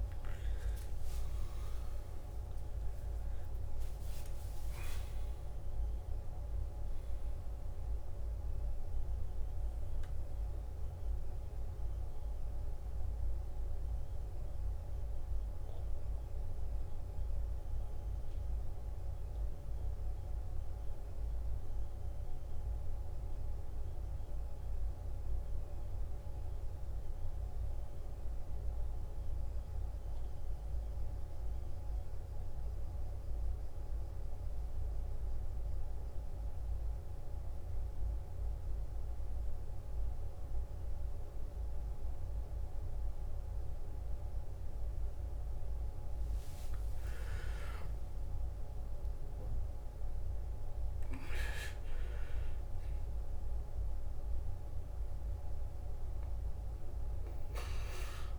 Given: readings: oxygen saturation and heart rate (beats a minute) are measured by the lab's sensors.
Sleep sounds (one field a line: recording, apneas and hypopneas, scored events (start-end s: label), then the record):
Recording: breathing in sleep, hard to hear, by a room microphone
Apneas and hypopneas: 1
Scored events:
0.00-4.50 s: oxygen desaturation (device-marked, oxygen 90% lowest, heart rate 53 extreme)
10.50-18.50 s: oxygen desaturation (device-marked, oxygen 97% before, 88% lowest, heart rate 70 before, 53 extreme)
12.50-46.00 s: mixed apnea (oxygen 97% before, 88% lowest, heart rate 70 before, 53 extreme, up 14 after)
14.50-58.39 s: new sleep stage, N2 (light sleep)
38.50-58.39 s: oxygen desaturation (device-marked, oxygen 99% before, 88% lowest, heart rate 55 before, 53 extreme)
47.00-51.00 s: arousal
From the record:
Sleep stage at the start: N1 (lightest sleep)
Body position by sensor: on the back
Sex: male